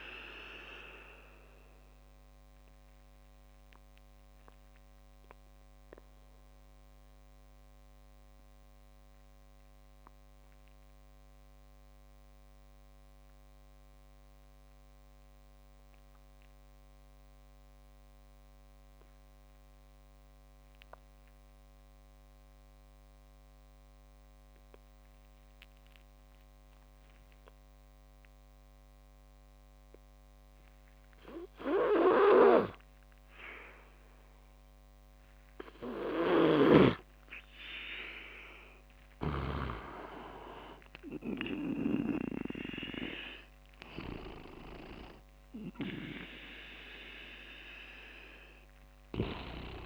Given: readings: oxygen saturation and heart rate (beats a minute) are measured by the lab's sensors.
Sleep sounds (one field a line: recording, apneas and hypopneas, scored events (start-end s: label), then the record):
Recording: breathing in sleep by a microphone on the trachea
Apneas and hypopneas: 1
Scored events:
0.00-17.00 s: oxygen desaturation (device-marked, oxygen 89% lowest)
1.00-31.00 s: obstructive apnea (oxygen 99% before, 89% lowest)
32.00-36.00 s: arousal
32.00-49.86 s: oxygen desaturation (device-marked, oxygen 99% before, 91% lowest)
36.00-39.50 s: snoring (device-marked)
From the record:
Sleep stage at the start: REM sleep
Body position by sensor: on the back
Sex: male